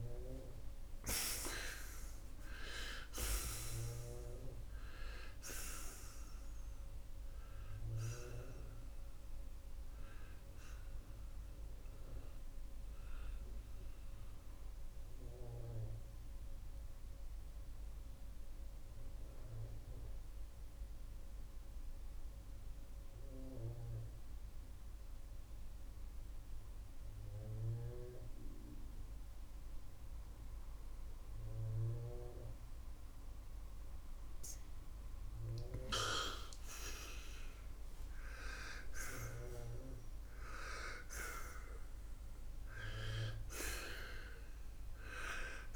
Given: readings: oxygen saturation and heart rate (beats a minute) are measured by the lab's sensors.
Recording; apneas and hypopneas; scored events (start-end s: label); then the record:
breathing in sleep by a room microphone; 1
14.50-34.50 s: obstructive apnea (oxygen 96% before, 83% lowest, heart rate 99 before, 67 extreme, up 23 after)
21.50-38.50 s: oxygen desaturation (device-marked, oxygen 93% before, 83% lowest, heart rate 84 before, 67 extreme)
36.00-40.00 s: arousal
From the record:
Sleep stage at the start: N2 (light sleep); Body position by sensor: on the right side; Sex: male